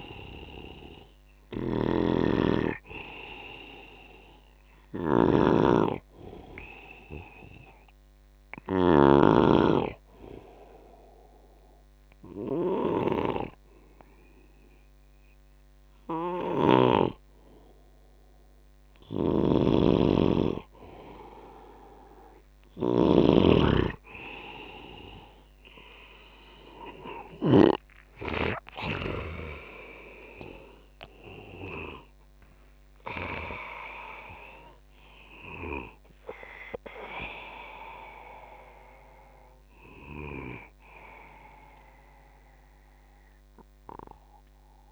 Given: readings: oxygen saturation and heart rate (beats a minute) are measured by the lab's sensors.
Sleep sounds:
breathing in sleep by a microphone on the trachea; 1
0.00-9.00 s: snoring (device-marked)
7.50-19.50 s: hypopnea (oxygen 97% before, 94% lowest, heart rate 81 before, 77 extreme, up 7 after)
16.00-27.50 s: snoring (device-marked)
26.00-30.50 s: arousal
33.50-44.92 s: new sleep stage, N1 (lightest sleep)
From the record:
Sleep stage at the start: N2 (light sleep); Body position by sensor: on the back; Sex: male

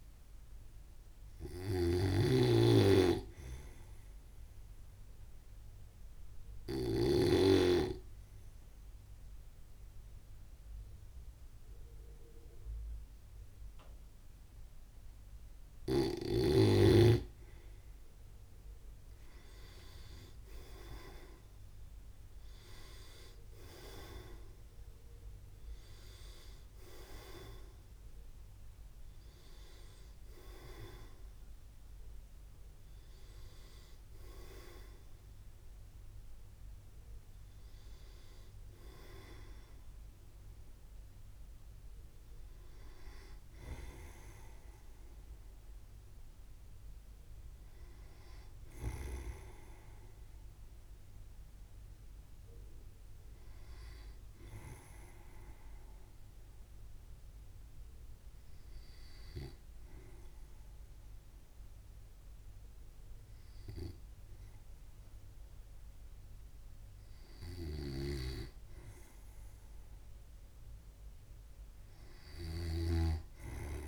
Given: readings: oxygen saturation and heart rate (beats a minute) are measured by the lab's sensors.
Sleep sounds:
breathing in sleep by a room microphone; 1
0.00-8.00 s: snoring (device-marked)
5.50-17.00 s: hypopnea (oxygen 96% before, 91% lowest, heart rate 64 before, 63 extreme, up 5 after)
19.50-23.50 s: arousal
68.00-73.88 s: snoring (device-marked)
From the record:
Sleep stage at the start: N2 (light sleep); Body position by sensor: on the right side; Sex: male

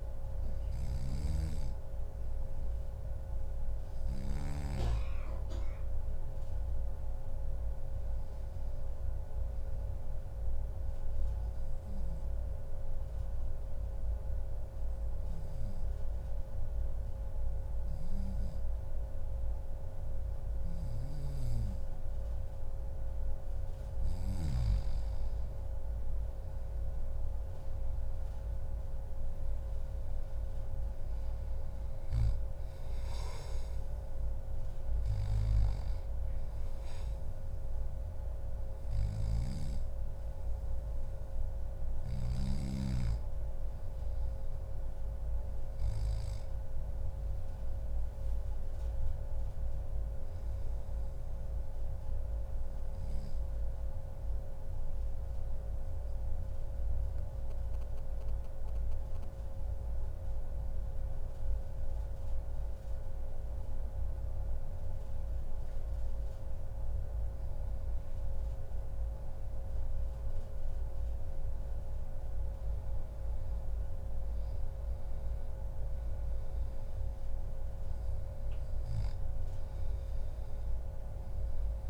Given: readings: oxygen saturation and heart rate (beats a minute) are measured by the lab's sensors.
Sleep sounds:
breathing in sleep, hard to hear, by a room microphone; 2
5.00-8.00 s: arousal
5.50-7.50 s: long interval between heartbeats (device-marked, heart rate 140 before, 106 extreme)
10.50-23.00 s: hypopnea (oxygen 96% before, 94% lowest, heart rate 132 before, 106 extreme, up 29 after)
11.50-13.50 s: long interval between heartbeats (device-marked, heart rate 130 before, 104 extreme)
25.00-28.50 s: arousal
36.50-38.50 s: long interval between heartbeats (device-marked, heart rate 138 before, 114 extreme)
47.50-52.00 s: arousal
55.00-67.50 s: obstructive apnea (oxygen 96% before, 94% lowest, heart rate 129 before, 98 extreme, up 29 after)
63.50-65.50 s: long interval between heartbeats (device-marked, heart rate 135 before, 105 extreme)
69.00-72.00 s: arousal
75.50-77.50 s: long interval between heartbeats (device-marked, heart rate 118 before, 125 extreme)
From the record:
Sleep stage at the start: N2 (light sleep); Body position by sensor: on the back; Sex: male

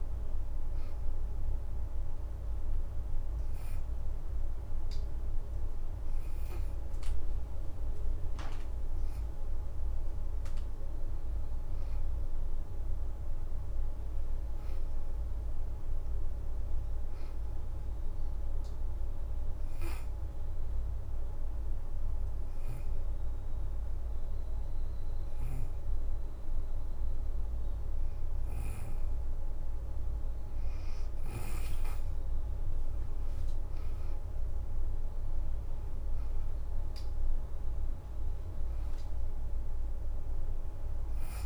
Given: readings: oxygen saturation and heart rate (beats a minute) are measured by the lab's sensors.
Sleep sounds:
breathing in sleep, hard to hear, by a room microphone; 2
2.00-12.50 s: hypopnea (oxygen 92% before, 85% lowest, heart rate 81 before, 75 extreme, up 4 after)
13.00-16.50 s: arousal
18.50-32.50 s: oxygen desaturation (device-marked, oxygen 92% before, 89% lowest, heart rate 80 before, 75 extreme)
21.00-31.00 s: hypopnea (oxygen 92% before, 85% lowest, heart rate 81 before, 75 extreme, up 11 after)
32.50-36.00 s: arousal
34.50-41.46 s: oxygen desaturation (device-marked, oxygen 93% before, 85% lowest, heart rate 80 before, 73 extreme)
From the record:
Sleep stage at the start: N2 (light sleep); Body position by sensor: on the back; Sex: female

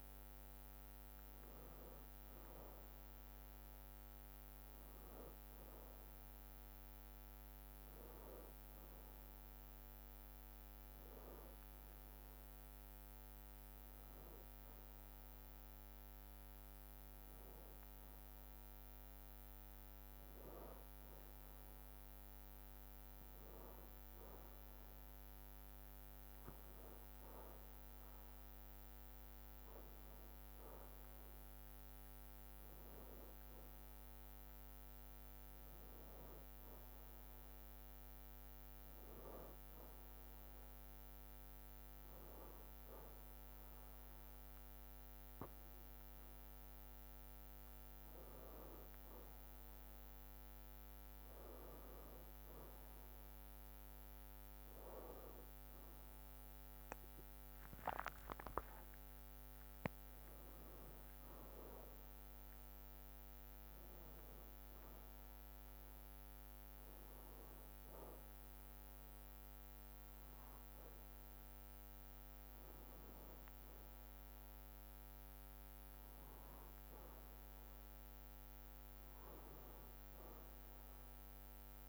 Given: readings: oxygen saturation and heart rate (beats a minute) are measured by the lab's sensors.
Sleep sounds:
a person partly awake in a sleep study, by a microphone on the trachea; none
0.00-52.50 s: bradycardia (device-marked, heart rate 55 extreme)
13.50-43.50 s: new sleep stage, N1 (lightest sleep)
43.50-81.89 s: new sleep stage, N2 (light sleep)
58.00-62.00 s: arousal
62.50-81.89 s: bradycardia (device-marked, heart rate 69 before, 54 extreme)
From the record:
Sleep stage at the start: awake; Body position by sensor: on the back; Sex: male

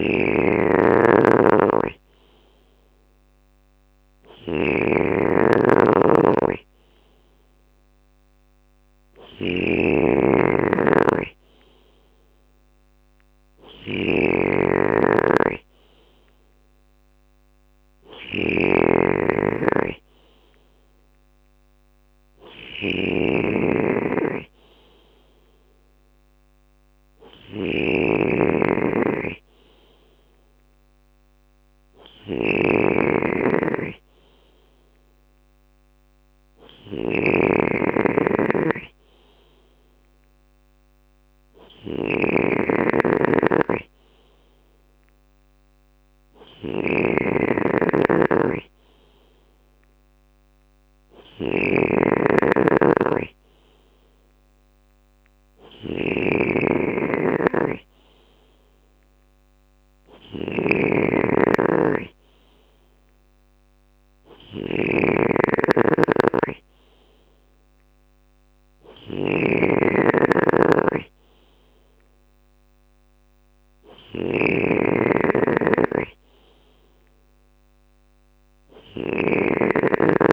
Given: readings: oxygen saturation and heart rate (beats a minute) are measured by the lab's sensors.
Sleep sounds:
breathing in sleep by a microphone on the trachea; none
0.00-80.33 s: snoring (device-marked)
From the record:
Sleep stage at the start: N2 (light sleep); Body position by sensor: on the left side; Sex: male

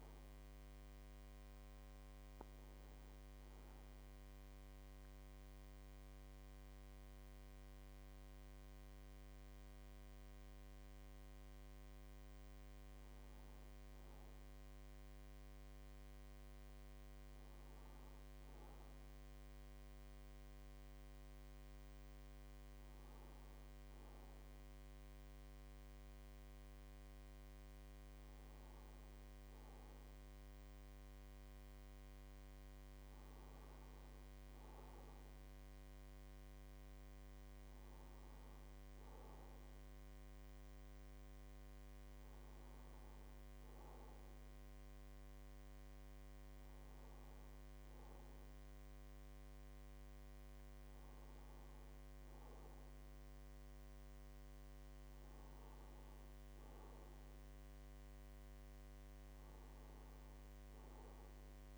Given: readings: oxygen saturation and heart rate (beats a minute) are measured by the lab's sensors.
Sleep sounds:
breathing in sleep, hard to hear, by a microphone on the trachea; none
none scored
From the record:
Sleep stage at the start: N2 (light sleep); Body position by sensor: on the right side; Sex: male

